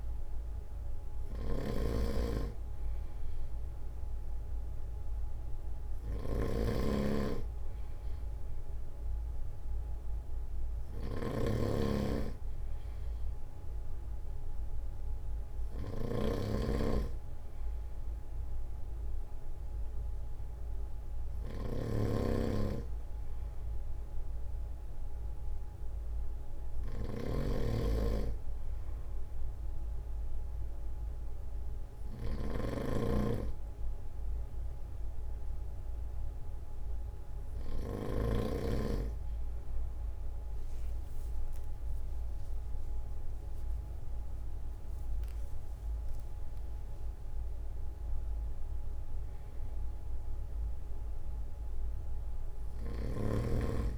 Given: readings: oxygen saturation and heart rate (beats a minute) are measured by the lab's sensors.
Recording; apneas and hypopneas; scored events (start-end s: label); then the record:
breathing in sleep by a room microphone; none
0.00-1.00 s: long interval between heartbeats (device-marked, heart rate 55 extreme)
0.00-41.00 s: snoring (device-marked)
40.50-42.50 s: long interval between heartbeats (device-marked, heart rate 47 before, 57 extreme)
43.50-47.50 s: arousal
45.50-47.50 s: long interval between heartbeats (device-marked, heart rate 50 before, 68 extreme)
52.50-53.98 s: snoring (device-marked)
From the record:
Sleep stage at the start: N2 (light sleep); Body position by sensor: on the front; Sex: male